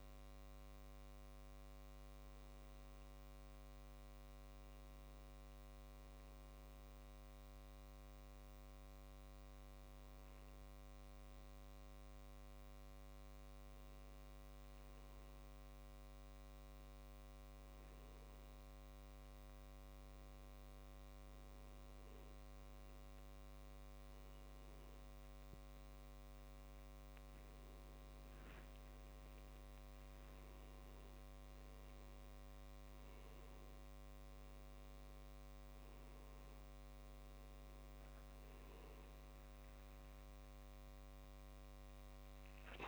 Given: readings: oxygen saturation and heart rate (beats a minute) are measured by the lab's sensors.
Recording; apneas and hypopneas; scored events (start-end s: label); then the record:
a person awake in a sleep study, hard to hear, by a microphone on the trachea; none
none scored
From the record:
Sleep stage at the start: awake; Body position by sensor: upright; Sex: male